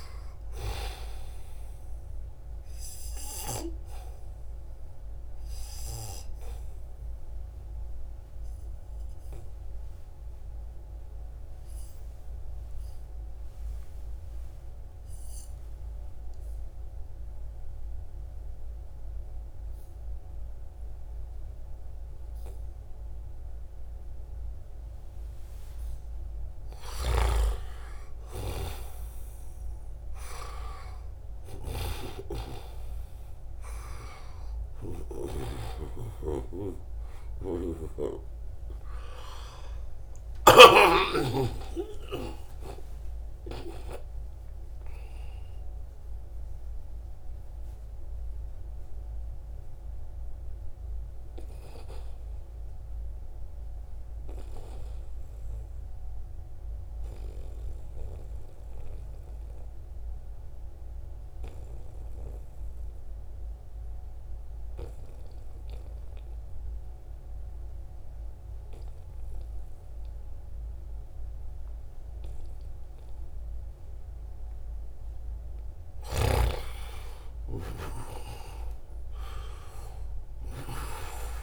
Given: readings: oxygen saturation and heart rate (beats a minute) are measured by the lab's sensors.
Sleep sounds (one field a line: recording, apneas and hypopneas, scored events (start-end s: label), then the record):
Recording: breathing in sleep by a room microphone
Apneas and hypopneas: 2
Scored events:
0.00-15.00 s: oxygen desaturation (device-marked, oxygen 96% before, 92% lowest, heart rate 71 before, 67 extreme)
4.00-25.50 s: obstructive apnea (oxygen 96% before, 89% lowest, heart rate 70 before, 67 extreme, up 7 after)
26.00-34.50 s: snoring (device-marked)
29.00-52.00 s: oxygen desaturation (device-marked, oxygen 95% before, 91% lowest, heart rate 71 before, 66 extreme)
36.50-40.50 s: snoring (device-marked)
38.00-43.00 s: arousal
44.50-73.00 s: obstructive apnea (oxygen 96% before, 88% lowest, heart rate 75 before, 66 extreme, up 3 after)
71.00-81.43 s: oxygen desaturation (device-marked, oxygen 97% before, 88% lowest, heart rate 73 before, 68 extreme)
78.00-81.43 s: new sleep stage, awake
From the record:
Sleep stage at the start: N2 (light sleep)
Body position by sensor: on the back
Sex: male